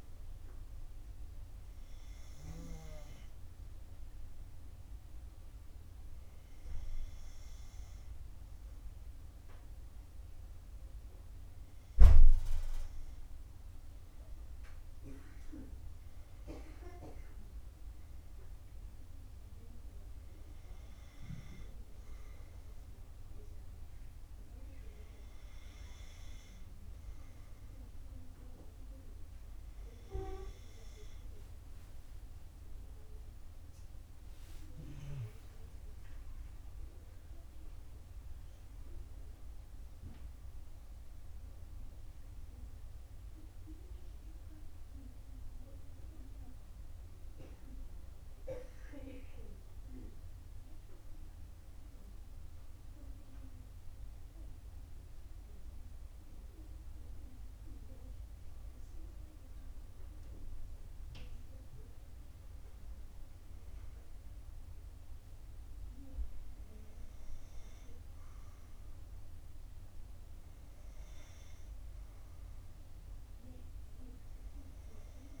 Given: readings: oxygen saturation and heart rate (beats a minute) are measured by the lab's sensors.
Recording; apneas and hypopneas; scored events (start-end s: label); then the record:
breathing in sleep by a room microphone; 1
1.50-15.00 s: obstructive apnea (oxygen 94% before, 91% lowest, heart rate 60 before, 55 extreme, up 1 after)
5.50-7.50 s: long interval between heartbeats (device-marked, heart rate 61 before, 65 extreme)
16.00-18.00 s: arousal
34.00-39.00 s: arousal
From the record:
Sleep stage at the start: N2 (light sleep); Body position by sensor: on the back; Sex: female